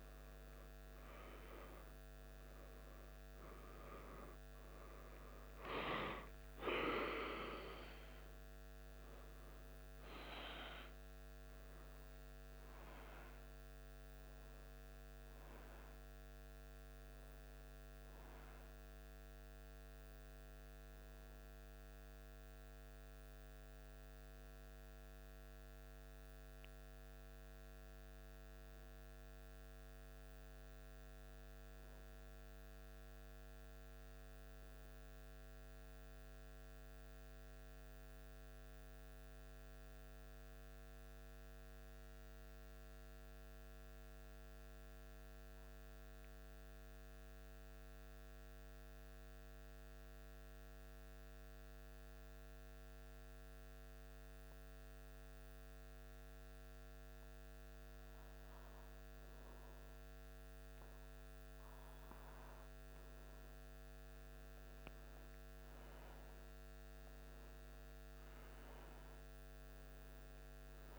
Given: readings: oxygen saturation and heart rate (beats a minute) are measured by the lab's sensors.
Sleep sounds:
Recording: breathing in sleep, hard to hear, by a microphone on the trachea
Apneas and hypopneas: 1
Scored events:
0.00-2.50 s: arousal
34.50-62.50 s: mixed apnea (oxygen 96% before, 92% lowest, heart rate 77 before, 77 extreme, up 1 after)
65.00-70.00 s: arousal
65.50-70.99 s: oxygen desaturation (device-marked, oxygen 98% before, 94% lowest, heart rate 77 before, 77 extreme)
From the record:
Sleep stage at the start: N1 (lightest sleep)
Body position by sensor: on the back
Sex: male

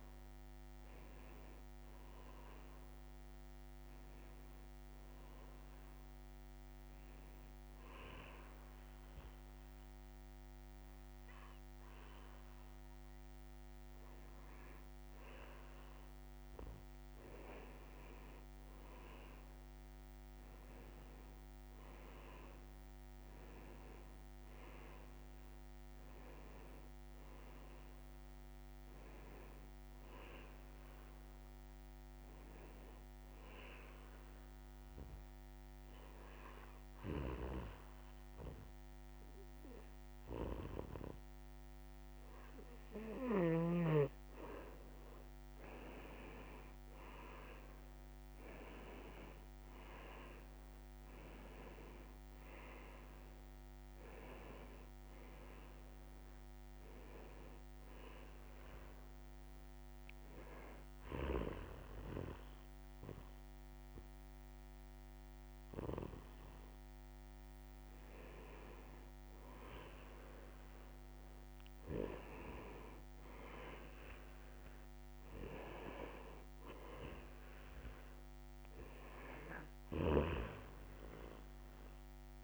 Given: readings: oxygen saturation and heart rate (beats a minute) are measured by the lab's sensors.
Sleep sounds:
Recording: breathing in sleep by a microphone on the trachea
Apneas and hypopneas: 3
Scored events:
0.00-9.50 s: oxygen desaturation (device-marked, oxygen 92% lowest, heart rate 71 extreme)
4.50-15.50 s: hypopnea (oxygen 97% before, 92% lowest, heart rate 74 before, 71 extreme, up 4 after)
20.00-24.50 s: arousal
28.50-39.50 s: oxygen desaturation (device-marked, oxygen 97% before, 93% lowest, heart rate 74 before, 71 extreme)
33.50-45.00 s: obstructive apnea (oxygen 97% before, 92% lowest, heart rate 75 before, 69 extreme, up 4 after)
47.50-51.00 s: arousal
57.50-72.50 s: oxygen desaturation (device-marked, oxygen 96% before, 92% lowest, heart rate 73 before, 69 extreme)
58.00-69.00 s: obstructive apnea (oxygen 96% before, 92% lowest, heart rate 73 before, 69 extreme, up 6 after)
70.50-73.50 s: arousal
From the record:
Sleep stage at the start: N2 (light sleep)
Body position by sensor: on the back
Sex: male

